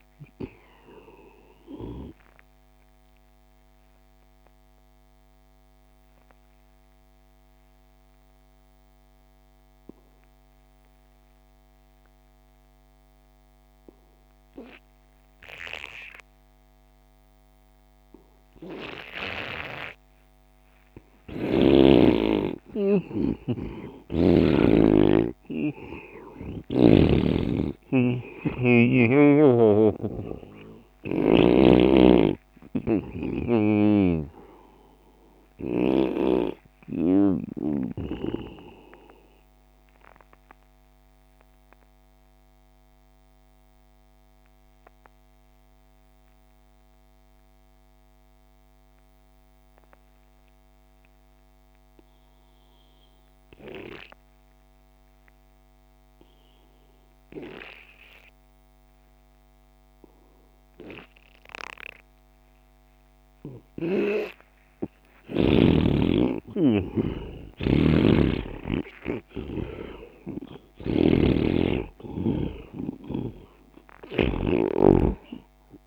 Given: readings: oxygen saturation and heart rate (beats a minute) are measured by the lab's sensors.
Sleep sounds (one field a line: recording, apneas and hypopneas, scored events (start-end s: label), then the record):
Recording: breathing in sleep by a microphone on the trachea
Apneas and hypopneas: 2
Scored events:
3.50-21.50 s: obstructive apnea (oxygen 98% before, 85% lowest)
9.50-15.50 s: oxygen desaturation (device-marked, oxygen 97% before, 94% lowest)
22.00-26.00 s: arousal
25.50-44.50 s: oxygen desaturation (device-marked, oxygen 96% before, 85% lowest)
34.00-38.50 s: snoring (device-marked)
40.00-61.00 s: obstructive apnea (oxygen 96% before, 85% lowest)
61.50-75.86 s: oxygen desaturation (device-marked, oxygen 99% before, 85% lowest)
65.50-70.00 s: arousal
68.00-75.86 s: snoring (device-marked)
From the record:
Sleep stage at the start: N2 (light sleep)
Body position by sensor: on the right side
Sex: male